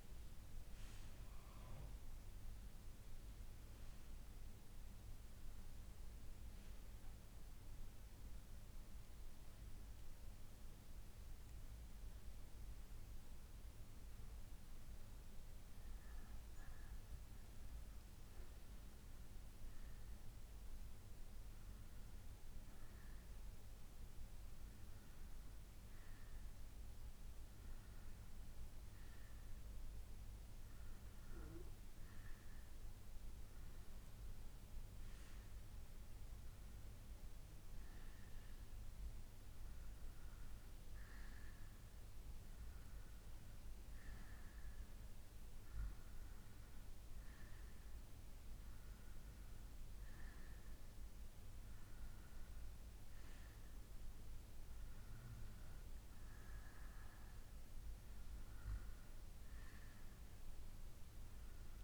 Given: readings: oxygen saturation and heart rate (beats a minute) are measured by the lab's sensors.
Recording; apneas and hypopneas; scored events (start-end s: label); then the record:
breathing in sleep, hard to hear, by a room microphone; none
27.00-42.00 s: oxygen desaturation (device-marked, oxygen 94% before, 91% lowest, heart rate 61 before, 61 extreme)
From the record:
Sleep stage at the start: N2 (light sleep); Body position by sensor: on the right side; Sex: male